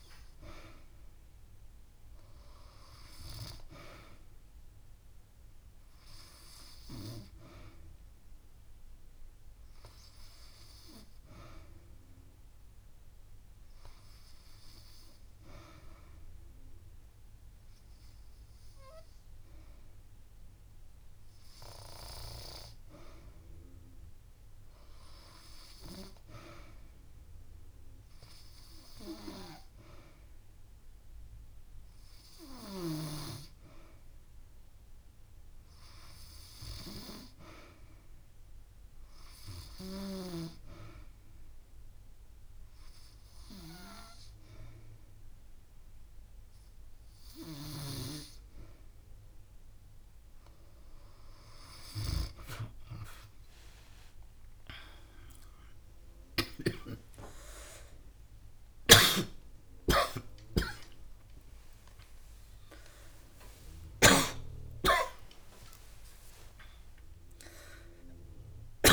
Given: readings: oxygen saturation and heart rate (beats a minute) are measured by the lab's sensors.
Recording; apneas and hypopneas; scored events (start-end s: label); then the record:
a person partly awake in a sleep study, by a room microphone; none
20.50-22.50 s: long interval between heartbeats (device-marked)
34.50-68.93 s: bradycardia (device-marked)
43.50-68.93 s: new sleep stage, awake
44.50-46.50 s: long interval between heartbeats (device-marked)
From the record:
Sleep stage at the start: N2 (light sleep); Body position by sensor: on the back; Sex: female